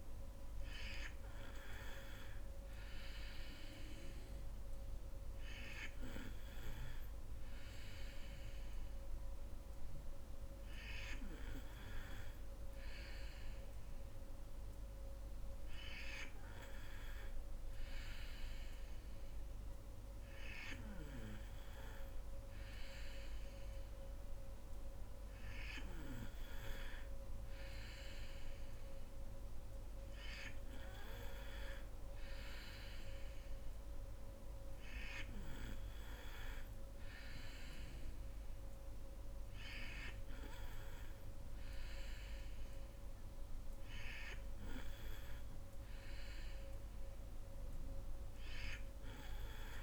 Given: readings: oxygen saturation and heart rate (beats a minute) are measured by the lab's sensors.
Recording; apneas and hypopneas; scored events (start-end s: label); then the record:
breathing in sleep by a room microphone; none
none scored
From the record:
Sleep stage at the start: N3 (deep sleep); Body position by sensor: on the back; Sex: female